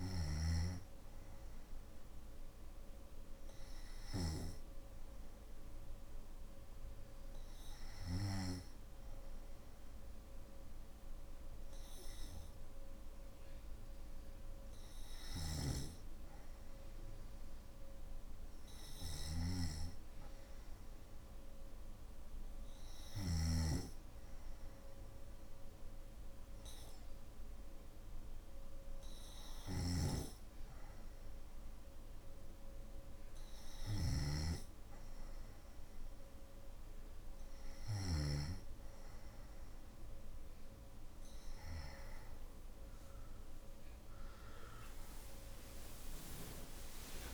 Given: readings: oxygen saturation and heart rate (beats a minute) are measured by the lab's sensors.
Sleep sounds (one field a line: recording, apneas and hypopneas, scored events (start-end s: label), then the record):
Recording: breathing in sleep by a room microphone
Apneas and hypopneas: none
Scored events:
18.50-23.00 s: snoring (device-marked)
29.00-33.50 s: snoring (device-marked)
45.00-47.34 s: oxygen desaturation (device-marked, oxygen 95% before, 92% lowest, heart rate 56 before, 48 extreme)
From the record:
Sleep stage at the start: N2 (light sleep)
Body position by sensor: on the back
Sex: male